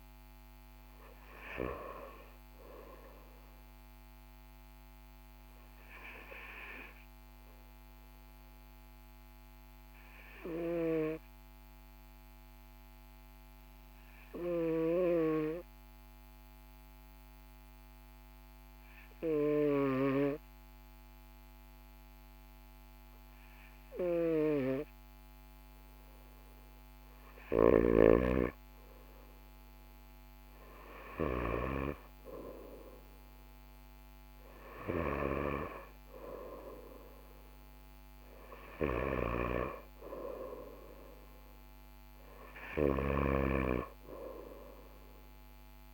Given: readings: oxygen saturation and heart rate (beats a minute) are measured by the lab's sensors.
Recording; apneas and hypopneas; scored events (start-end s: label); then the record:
breathing in sleep by a microphone on the trachea; 1
11.50-25.00 s: hypopnea (oxygen 98% before, 95% lowest, heart rate 42 before, 42 extreme, up 2 after)
28.00-33.50 s: arousal
38.50-42.50 s: snoring (device-marked)
From the record:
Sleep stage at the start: N2 (light sleep); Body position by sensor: on the right side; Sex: male